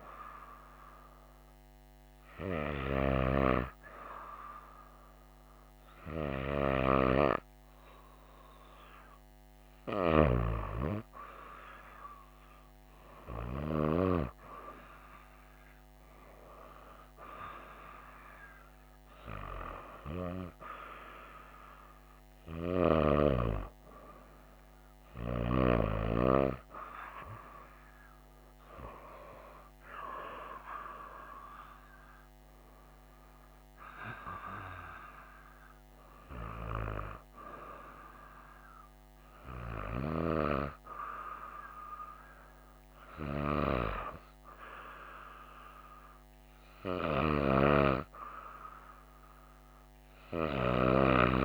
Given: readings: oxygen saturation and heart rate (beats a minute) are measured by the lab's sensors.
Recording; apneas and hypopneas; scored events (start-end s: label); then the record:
breathing in sleep by a microphone on the trachea; none
3.00-51.45 s: new sleep stage, N2 (light sleep)
3.50-7.50 s: arousal
From the record:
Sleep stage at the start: N1 (lightest sleep); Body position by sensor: on the right side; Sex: female